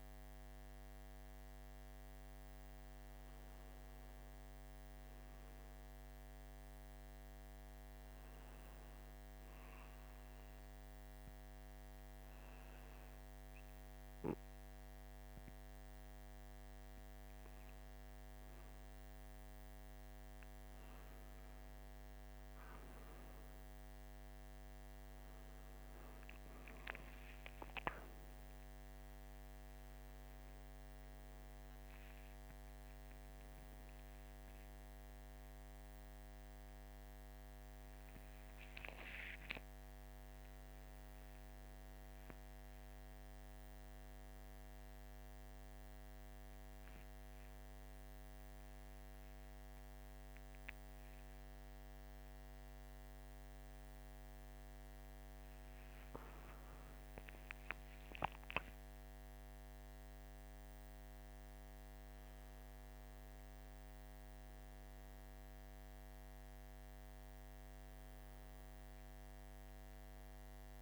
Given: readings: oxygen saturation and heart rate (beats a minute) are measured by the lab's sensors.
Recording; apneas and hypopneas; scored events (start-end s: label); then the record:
a person awake in a sleep study, hard to hear, by a microphone on the trachea; 1
7.50-19.00 s: hypopnea (oxygen 98% before, 95% lowest, heart rate 46 before, 45 extreme, up 3 after)
21.00-70.82 s: new sleep stage, awake
From the record:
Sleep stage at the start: N1 (lightest sleep); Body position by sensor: on the right side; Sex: male